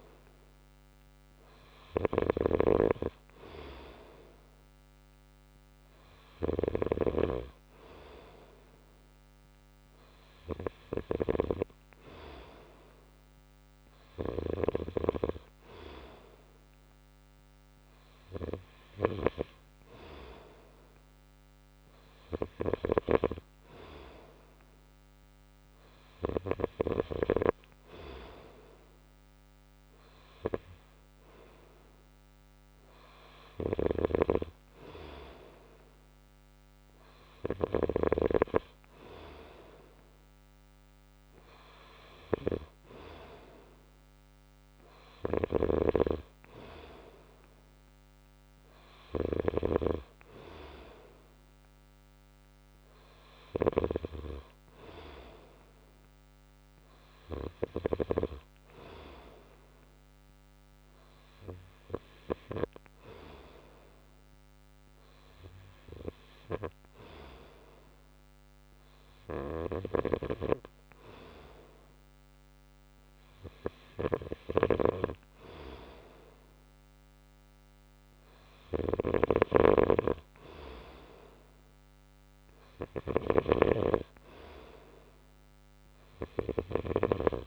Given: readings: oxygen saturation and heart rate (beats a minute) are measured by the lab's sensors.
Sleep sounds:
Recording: breathing in sleep by a microphone on the trachea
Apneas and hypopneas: none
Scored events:
2.00-7.00 s: snoring (device-marked)
34.00-38.00 s: snoring (device-marked)
45.50-54.00 s: snoring (device-marked)
79.50-87.47 s: snoring (device-marked)
From the record:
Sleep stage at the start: N2 (light sleep)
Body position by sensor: on the right side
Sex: male

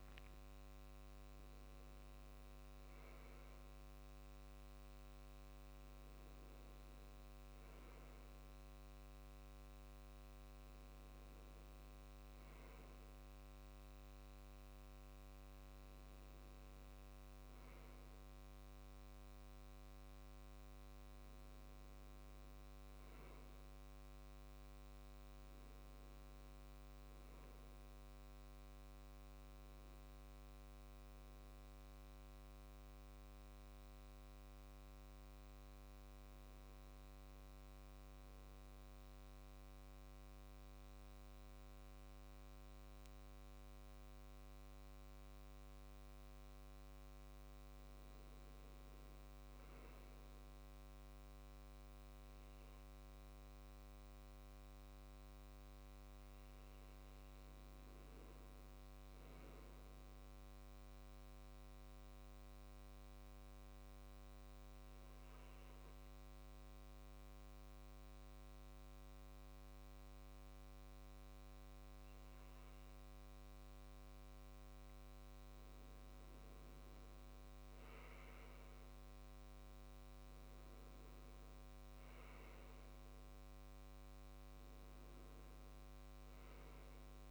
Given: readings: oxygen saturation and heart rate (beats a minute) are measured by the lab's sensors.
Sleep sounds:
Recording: breathing in sleep, hard to hear, by a microphone on the trachea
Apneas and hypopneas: 2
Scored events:
24.50-27.50 s: arousal
31.00-46.00 s: mixed apnea (oxygen 98% before, 93% lowest, heart rate 74 before, 64 extreme, up 1 after)
47.50-65.50 s: oxygen desaturation (device-marked, oxygen 97% before, 94% lowest, heart rate 72 before, 64 extreme)
49.50-53.00 s: arousal
61.00-74.50 s: obstructive apnea (oxygen 97% before, 93% lowest, heart rate 70 before, 64 extreme, up 8 after)
78.50-83.00 s: arousal
From the record:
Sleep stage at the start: N2 (light sleep)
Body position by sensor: on the left side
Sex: male

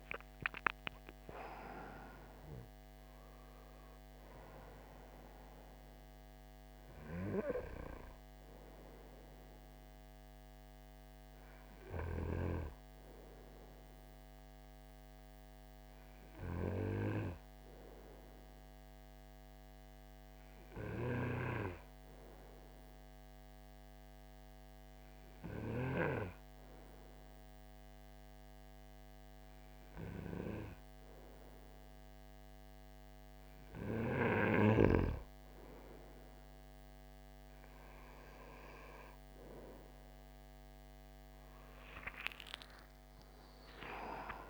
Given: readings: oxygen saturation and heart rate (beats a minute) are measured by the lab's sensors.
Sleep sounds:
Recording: breathing in sleep by a microphone on the trachea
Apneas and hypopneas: 1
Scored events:
0.00-1.50 s: arousal
12.00-35.00 s: obstructive apnea (oxygen 95% before, 92% lowest, heart rate 62 before, 52 extreme, up 11 after)
40.50-44.50 s: arousal
From the record:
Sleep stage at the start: N2 (light sleep)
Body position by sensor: on the right side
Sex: male

